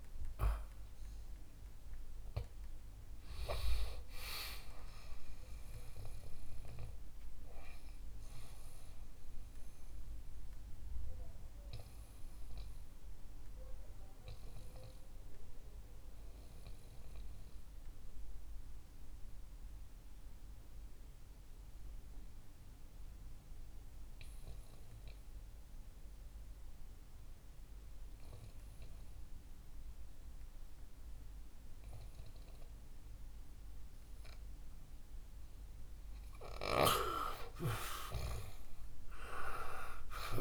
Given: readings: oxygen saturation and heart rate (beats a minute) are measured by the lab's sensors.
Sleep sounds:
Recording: breathing in sleep by a room microphone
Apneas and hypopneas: 1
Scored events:
0.00-9.50 s: oxygen desaturation (device-marked, oxygen 92% lowest, heart rate 62 extreme)
9.50-35.50 s: mixed apnea (oxygen 99% before, 88% lowest, heart rate 71 before, 59 extreme, up 10 after)
16.50-26.50 s: oxygen desaturation (device-marked, oxygen 93% before, 88% lowest, heart rate 70 before, 63 extreme)
39.00-40.41 s: arousal
From the record:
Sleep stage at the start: N2 (light sleep)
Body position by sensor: on the back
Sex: male

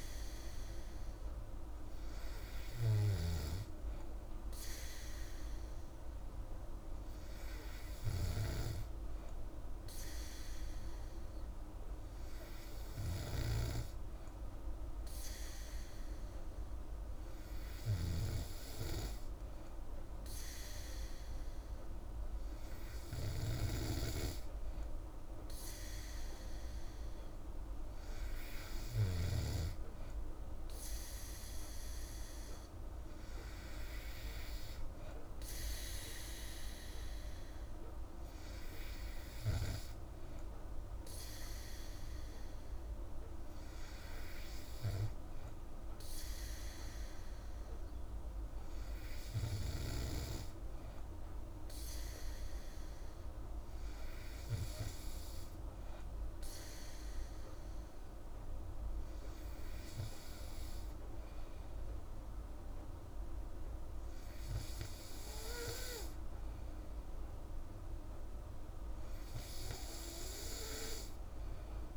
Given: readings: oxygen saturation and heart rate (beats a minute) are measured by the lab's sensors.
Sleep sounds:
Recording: breathing in sleep by a room microphone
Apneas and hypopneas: none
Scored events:
none scored
From the record:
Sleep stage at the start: N2 (light sleep)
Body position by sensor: on the back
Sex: female

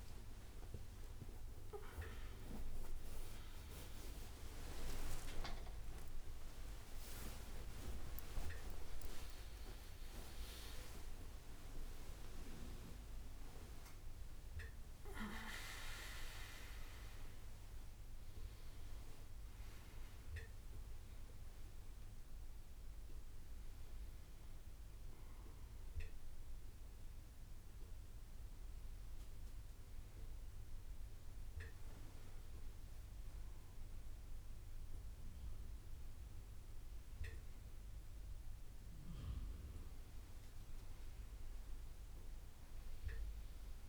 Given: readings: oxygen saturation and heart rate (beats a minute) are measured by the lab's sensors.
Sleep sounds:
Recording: a person partly awake in a sleep study, by a room microphone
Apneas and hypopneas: none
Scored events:
0.00-2.00 s: long interval between heartbeats (device-marked, heart rate 59 before, 91 extreme)
0.00-3.50 s: drop in pulse transit time (device-marked, heart rate 78 extreme)
3.50-5.50 s: long interval between heartbeats (device-marked, heart rate 79 before, 104 extreme)
6.50-8.50 s: long interval between heartbeats (device-marked, heart rate 95 before, 121 extreme)
8.50-10.50 s: long interval between heartbeats (device-marked, heart rate 108 before, 136 extreme)
8.50-24.50 s: drop in pulse transit time (device-marked, heart rate 108 before, 39 extreme)
10.50-15.50 s: bradycardia (device-marked, heart rate 60 before, 39 extreme)
11.50-43.89 s: new sleep stage, N1 (lightest sleep)
18.50-20.50 s: long interval between heartbeats (device-marked, heart rate 100 before, 66 extreme)
40.50-43.89 s: drop in pulse transit time (device-marked, heart rate 72 before, 64 extreme)
From the record:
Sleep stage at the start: awake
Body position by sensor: on the right side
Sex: male

